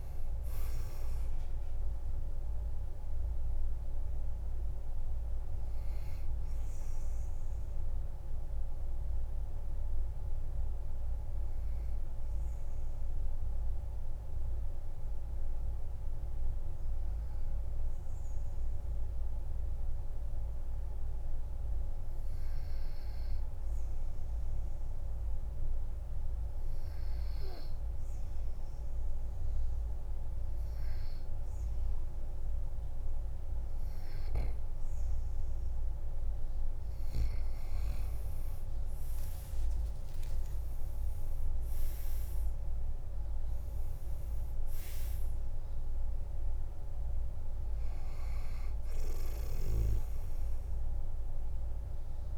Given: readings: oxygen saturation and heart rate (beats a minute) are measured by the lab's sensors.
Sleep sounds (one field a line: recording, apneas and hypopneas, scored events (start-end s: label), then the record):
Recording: breathing in sleep, hard to hear, by a room microphone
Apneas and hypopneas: 1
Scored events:
0.00-18.00 s: oxygen desaturation (device-marked, oxygen 92% lowest, heart rate 45 extreme)
7.50-37.00 s: obstructive apnea (oxygen 99% before, 92% lowest, heart rate 58 before, 44 extreme, up 15 after)
35.00-52.38 s: oxygen desaturation (device-marked, oxygen 99% before, 92% lowest, heart rate 48 before, 43 extreme)
41.50-46.00 s: arousal
From the record:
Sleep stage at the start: N2 (light sleep)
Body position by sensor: on the back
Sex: male